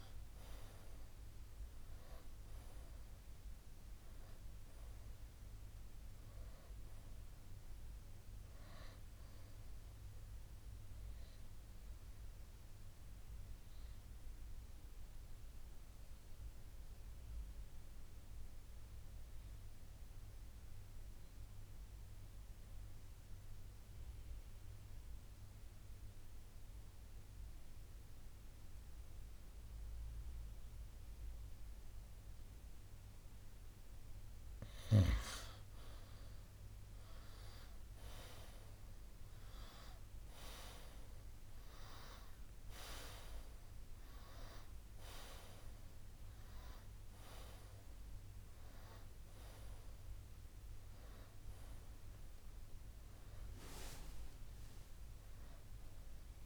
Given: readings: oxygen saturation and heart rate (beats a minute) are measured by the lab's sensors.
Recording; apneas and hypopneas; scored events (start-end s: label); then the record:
breathing in sleep by a room microphone; 1
0.00-6.50 s: oxygen desaturation (device-marked, oxygen 92% lowest, heart rate 57 extreme)
14.50-28.50 s: oxygen desaturation (device-marked, oxygen 95% before, 89% lowest, heart rate 65 before, 57 extreme)
15.50-35.00 s: mixed apnea (oxygen 97% before, 89% lowest, heart rate 65 before, 57 extreme, up 11 after)
37.00-41.00 s: arousal
43.50-56.46 s: oxygen desaturation (device-marked, oxygen 97% before, 89% lowest, heart rate 61 before, 57 extreme)
From the record:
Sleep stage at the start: N2 (light sleep); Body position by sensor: on the right side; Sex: male